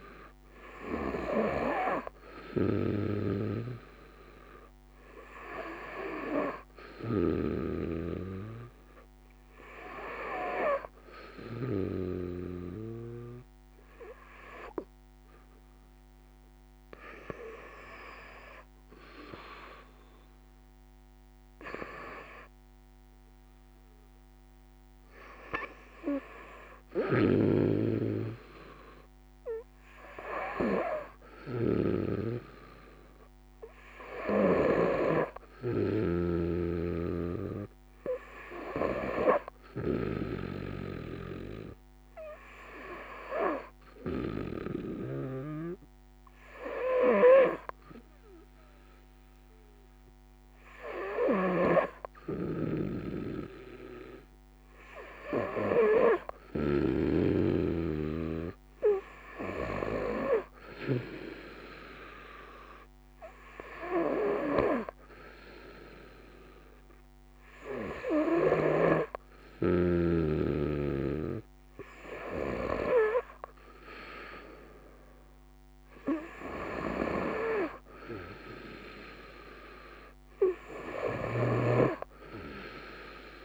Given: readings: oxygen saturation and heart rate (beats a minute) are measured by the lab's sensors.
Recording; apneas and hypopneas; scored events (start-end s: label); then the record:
breathing in sleep by a microphone on the trachea; 2
0.00-4.00 s: oxygen desaturation (device-marked, oxygen 90% lowest, heart rate 64 extreme)
6.00-11.00 s: snoring (device-marked)
9.00-19.50 s: hypopnea (oxygen 94% before, 89% lowest, heart rate 66 before, 67 extreme, up 3 after)
23.00-27.50 s: arousal
26.00-34.00 s: snoring (device-marked)
36.00-60.00 s: snoring (device-marked)
39.50-54.50 s: hypopnea (oxygen 93% before, 89% lowest, heart rate 68 before, 66 extreme, up 1 after)
57.50-61.00 s: arousal
80.00-83.45 s: snoring (device-marked)
From the record:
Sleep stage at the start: N2 (light sleep); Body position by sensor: on the front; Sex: female